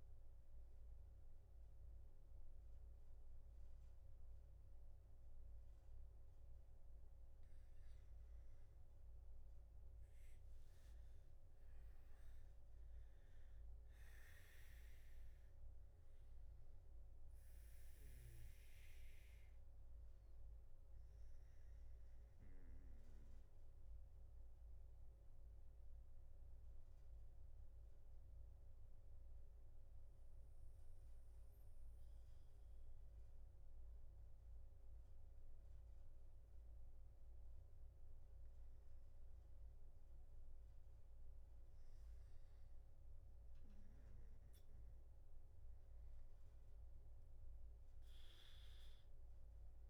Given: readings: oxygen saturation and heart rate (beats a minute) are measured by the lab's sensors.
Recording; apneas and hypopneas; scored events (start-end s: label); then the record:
breathing in sleep, hard to hear, by a room microphone; none
12.50-31.50 s: oxygen desaturation (device-marked, oxygen 98% before, 94% lowest, heart rate 121 before, 59 extreme)
From the record:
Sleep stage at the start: N3 (deep sleep); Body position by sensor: on the back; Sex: male